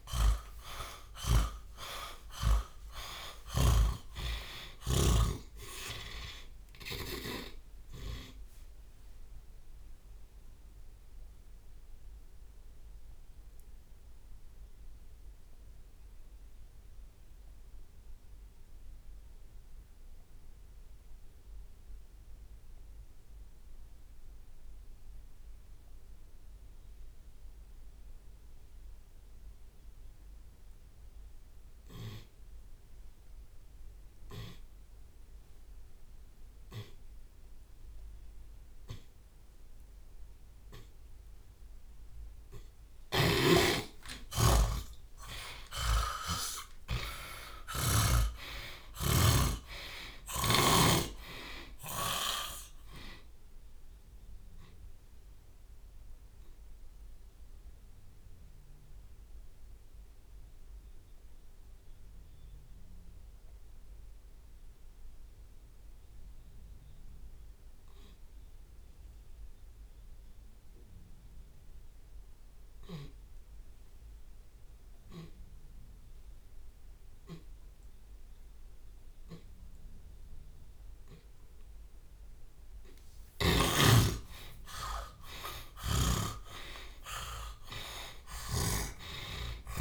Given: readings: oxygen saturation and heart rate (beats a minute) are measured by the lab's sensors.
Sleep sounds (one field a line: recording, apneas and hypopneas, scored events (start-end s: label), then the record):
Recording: breathing in sleep by a room microphone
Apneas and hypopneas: 2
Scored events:
0.00-1.50 s: long interval between heartbeats (device-marked, heart rate 78 extreme)
0.00-4.00 s: arousal
0.00-7.00 s: tachycardia (device-marked, heart rate 108 extreme)
1.50-3.50 s: long interval between heartbeats (device-marked, heart rate 45 before, 108 extreme)
3.50-5.50 s: long interval between heartbeats (device-marked, heart rate 51 before, 101 extreme)
3.50-7.00 s: snoring (device-marked)
13.00-42.00 s: obstructive apnea (oxygen 99% before, 66% lowest)
21.00-40.00 s: oxygen desaturation (device-marked, oxygen 96% before, 77% lowest)
39.00 s: drop in pulse transit time (device-marked)
41.00-43.00 s: tachycardia (device-marked)
43.50-48.50 s: arousal
45.00-47.00 s: long interval between heartbeats (device-marked)
45.50-52.50 s: snoring (device-marked)
57.00-79.50 s: obstructive apnea (oxygen 98% before, 66% lowest)
63.00-89.81 s: oxygen desaturation (device-marked, oxygen 97% before, 66% lowest)
73.00-75.00 s: long interval between heartbeats (device-marked)
75.50-77.50 s: long interval between heartbeats (device-marked, heart rate 77 before, 51 extreme)
78.50-80.50 s: long interval between heartbeats (device-marked, heart rate 70 before, 58 extreme)
80.00-83.00 s: drop in pulse transit time (device-marked, heart rate 66 before, 75 extreme)
82.50-84.50 s: long interval between heartbeats (device-marked, heart rate 64 before, 82 extreme)
83.50-88.50 s: arousal
85.50-89.81 s: snoring (device-marked)
From the record:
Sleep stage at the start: N2 (light sleep)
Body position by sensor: on the left side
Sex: male